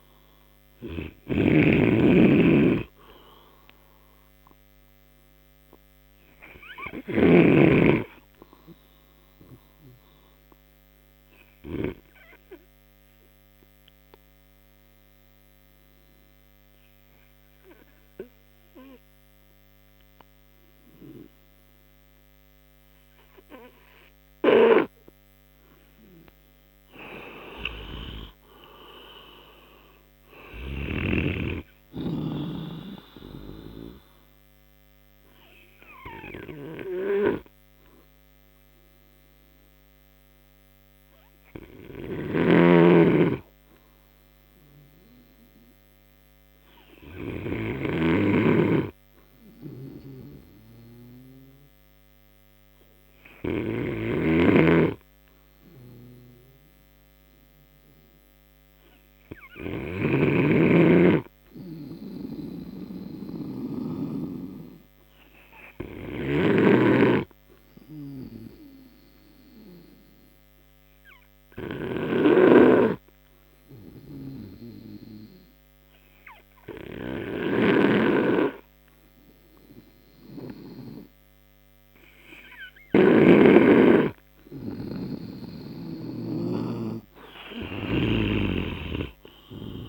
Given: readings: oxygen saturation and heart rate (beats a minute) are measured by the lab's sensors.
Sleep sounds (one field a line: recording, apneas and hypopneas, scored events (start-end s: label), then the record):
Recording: breathing in sleep by a microphone on the trachea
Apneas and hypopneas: 2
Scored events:
2.00-8.00 s: snoring (device-marked)
2.00-24.00 s: obstructive apnea (oxygen 97% before, 91% lowest)
14.00-21.00 s: oxygen desaturation (device-marked, oxygen 94% before, 91% lowest)
25.50-29.00 s: arousal
31.00-41.00 s: oxygen desaturation (device-marked, oxygen 97% before, 93% lowest)
35.00-85.50 s: obstructive apnea (oxygen 97% before, 90% lowest)
42.50-48.50 s: snoring (device-marked)
46.00-56.00 s: oxygen desaturation (device-marked, oxygen 96% before, 91% lowest)
54.50-67.00 s: snoring (device-marked)
80.00-89.88 s: oxygen desaturation (device-marked, oxygen 95% before, 90% lowest)
From the record:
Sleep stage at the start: N2 (light sleep)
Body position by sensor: on the right side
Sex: male